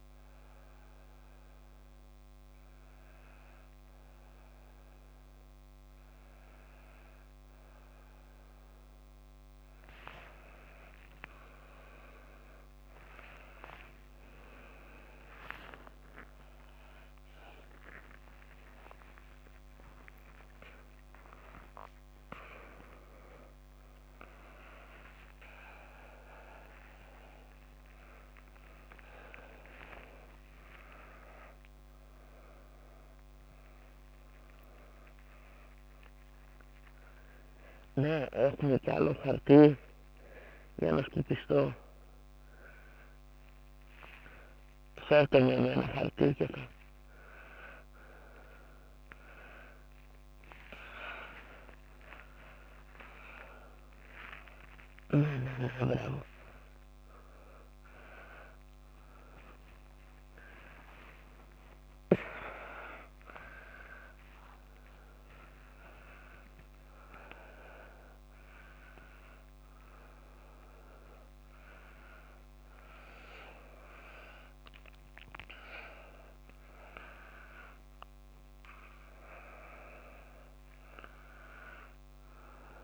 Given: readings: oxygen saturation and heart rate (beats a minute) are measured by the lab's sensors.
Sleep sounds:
a person awake in a sleep study, by a microphone on the trachea; none
none scored
From the record:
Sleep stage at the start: awake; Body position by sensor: upright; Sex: female

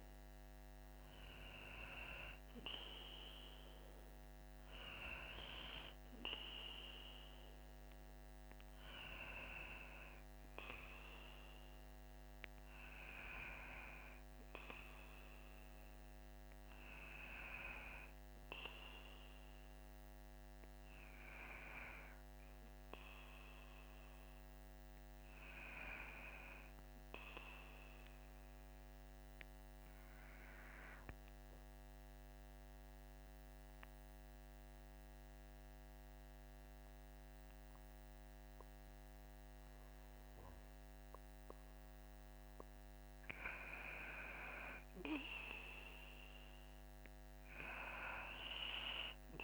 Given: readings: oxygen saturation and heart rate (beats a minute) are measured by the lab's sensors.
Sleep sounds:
breathing in sleep by a microphone on the trachea; 1
0.00-18.50 s: oxygen desaturation (device-marked, oxygen 93% lowest, heart rate 51 extreme)
30.50-42.00 s: obstructive apnea (oxygen 98% before, 94% lowest, heart rate 55 before, 53 extreme, up 6 after)
43.00-47.50 s: arousal
From the record:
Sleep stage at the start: N2 (light sleep); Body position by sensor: on the back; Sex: male

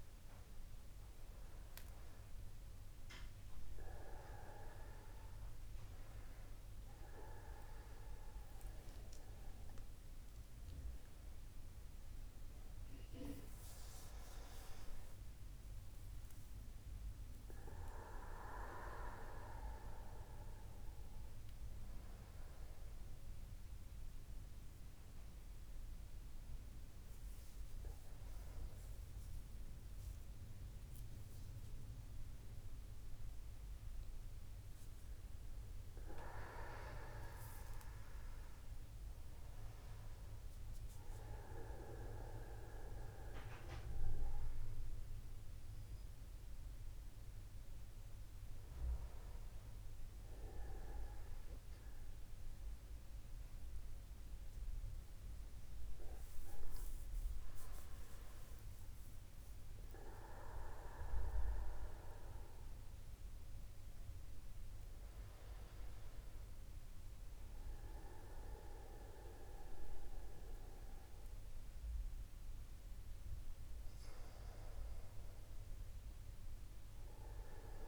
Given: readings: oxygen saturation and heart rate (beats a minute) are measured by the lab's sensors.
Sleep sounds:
a person awake in a sleep study, by a room microphone; none
11.50-13.50 s: long interval between heartbeats (device-marked, heart rate 54 before, 84 extreme)
14.00-16.00 s: long interval between heartbeats (device-marked, heart rate 57 before, 101 extreme)
33.50-35.50 s: long interval between heartbeats (device-marked, heart rate 63 before, 59 extreme)
58.00-60.00 s: long interval between heartbeats (device-marked, heart rate 52 before, 59 extreme)
66.00-68.00 s: long interval between heartbeats (device-marked, heart rate 54 before, 59 extreme)
From the record:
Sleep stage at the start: awake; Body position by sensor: upright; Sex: male

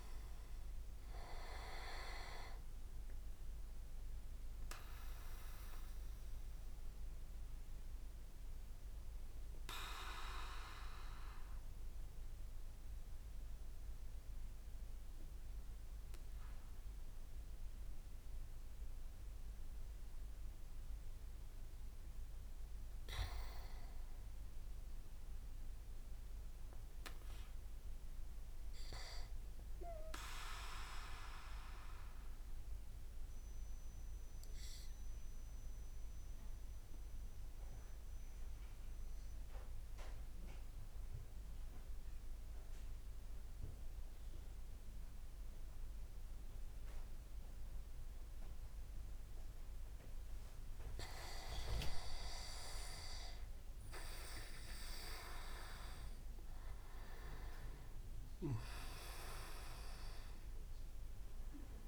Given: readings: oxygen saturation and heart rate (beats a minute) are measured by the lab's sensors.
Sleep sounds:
breathing in sleep by a room microphone; 2
0.00-5.00 s: oxygen desaturation (device-marked, oxygen 93% lowest)
5.00-21.00 s: obstructive apnea (oxygen 98% before, 94% lowest)
24.00-27.00 s: arousal
31.50-49.50 s: mixed apnea (oxygen 99% before, 95% lowest)
53.00-56.50 s: arousal
From the record:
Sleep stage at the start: N2 (light sleep); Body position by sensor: on the back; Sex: male

